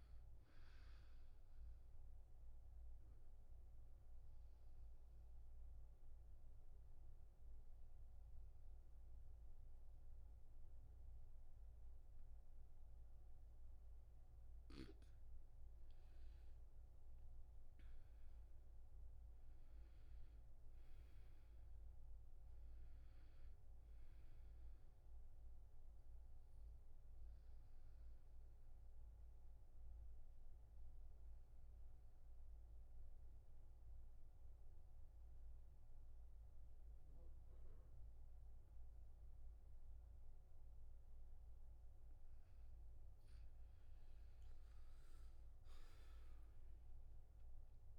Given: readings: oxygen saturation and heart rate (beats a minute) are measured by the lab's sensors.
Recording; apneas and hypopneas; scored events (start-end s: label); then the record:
breathing in sleep, hard to hear, by a room microphone; 2
1.50-13.50 s: obstructive apnea (oxygen 99% before, 85% lowest, heart rate 77 before, 73 extreme, up 8 after)
6.50-13.50 s: oxygen desaturation (device-marked, oxygen 98% before, 91% lowest, heart rate 76 before, 73 extreme)
17.50-21.50 s: arousal
18.50-36.50 s: oxygen desaturation (device-marked, oxygen 97% before, 87% lowest, heart rate 77 before, 67 extreme)
24.50-42.50 s: obstructive apnea (oxygen 99% before, 85% lowest, heart rate 76 before, 67 extreme, up 13 after)
44.50-47.99 s: arousal
45.50-47.99 s: oxygen desaturation (device-marked, oxygen 99% before, 85% lowest, heart rate 73 before, 68 extreme)
From the record:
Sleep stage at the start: N2 (light sleep); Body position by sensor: on the back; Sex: male